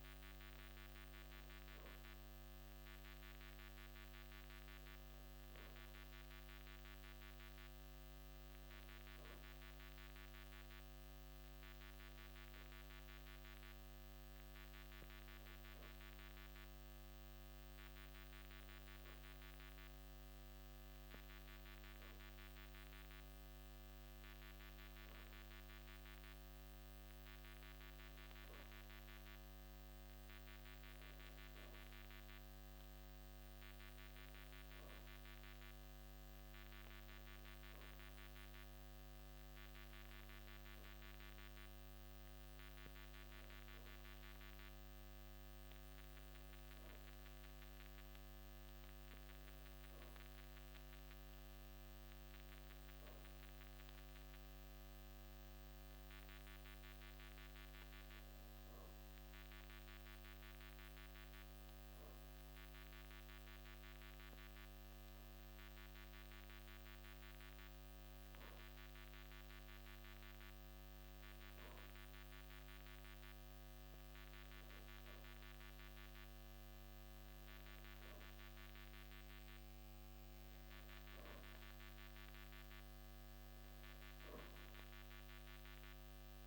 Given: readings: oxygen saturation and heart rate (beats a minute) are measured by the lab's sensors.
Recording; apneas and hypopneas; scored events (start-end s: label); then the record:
a person partly awake in a sleep study, hard to hear, by a microphone on the trachea; 1
10.00-40.00 s: new sleep stage, N1 (lightest sleep)
40.00-86.47 s: new sleep stage, N2 (light sleep)
56.00-60.00 s: arousal
62.00-74.00 s: hypopnea (oxygen 95% before, 92% lowest, heart rate 56 before, 55 extreme, up 11 after)
76.50-81.00 s: arousal
83.00-86.47 s: oxygen desaturation (device-marked, oxygen 95% before, 92% lowest, heart rate 57 before, 54 extreme)
From the record:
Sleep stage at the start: awake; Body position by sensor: on the back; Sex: male